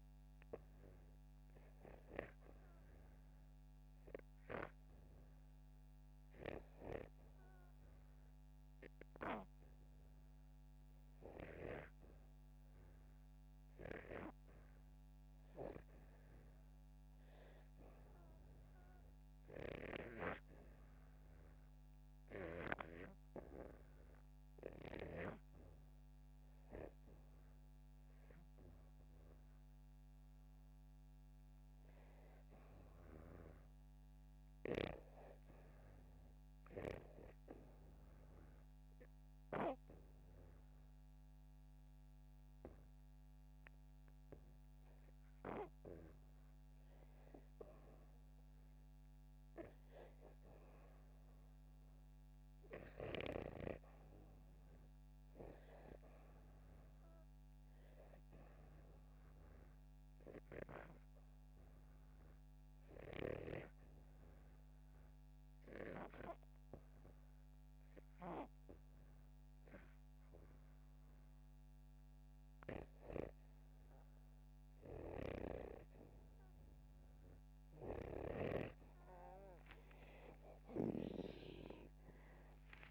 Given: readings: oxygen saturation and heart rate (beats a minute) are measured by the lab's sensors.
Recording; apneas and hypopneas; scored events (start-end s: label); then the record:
breathing in sleep by a microphone on the trachea; 3
0.00-22.50 s: oxygen desaturation (device-marked, oxygen 91% lowest, heart rate 84 extreme)
20.50-30.50 s: hypopnea (oxygen 95% before, 90% lowest, heart rate 85 before, 84 extreme, up 2 after)
31.50-34.50 s: arousal
38.00-48.00 s: obstructive apnea (oxygen 94% before, 90% lowest, heart rate 85 before, 87 extreme, up 2 after)
52.00-55.00 s: arousal
60.50-73.00 s: obstructive apnea (oxygen 93% before, 90% lowest)
68.50-80.50 s: oxygen desaturation (device-marked, oxygen 94% before, 91% lowest)
75.50-81.50 s: snoring (device-marked)
80.50-82.91 s: arousal
From the record:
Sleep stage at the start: REM sleep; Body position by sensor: upright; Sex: male